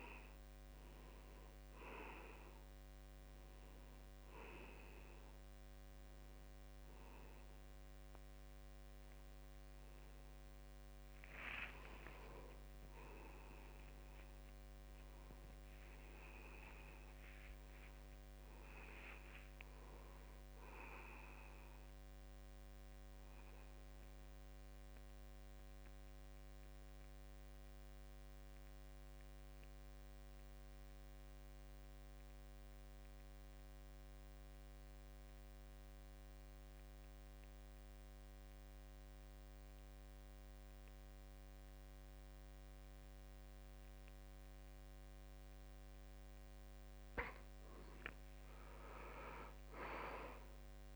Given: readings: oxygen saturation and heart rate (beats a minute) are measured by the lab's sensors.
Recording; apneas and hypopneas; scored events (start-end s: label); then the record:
breathing in sleep by a microphone on the trachea; 1
5.50-12.50 s: oxygen desaturation (device-marked, oxygen 97% before, 92% lowest, heart rate 69 before, 64 extreme)
22.50-46.00 s: mixed apnea (oxygen 97% before, 85% lowest, heart rate 69 before, 64 extreme, up 5 after)
41.50-50.96 s: oxygen desaturation (device-marked, oxygen 94% before, 85% lowest, heart rate 67 before, 66 extreme)
49.00-50.96 s: arousal
From the record:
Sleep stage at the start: N2 (light sleep); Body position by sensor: on the back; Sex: male